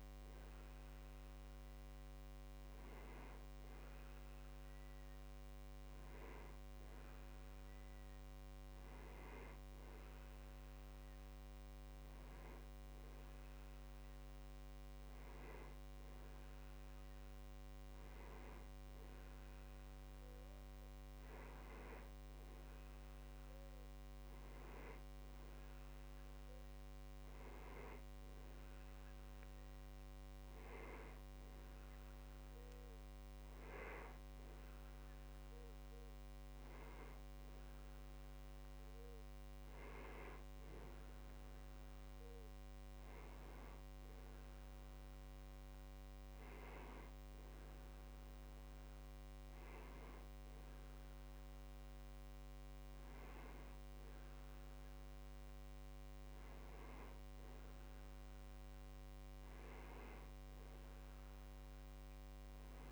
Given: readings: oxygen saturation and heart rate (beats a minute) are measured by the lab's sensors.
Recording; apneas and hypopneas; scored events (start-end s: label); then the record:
breathing in sleep, hard to hear, by a microphone on the trachea; none
none scored
From the record:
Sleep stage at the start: N2 (light sleep); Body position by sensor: on the back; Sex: male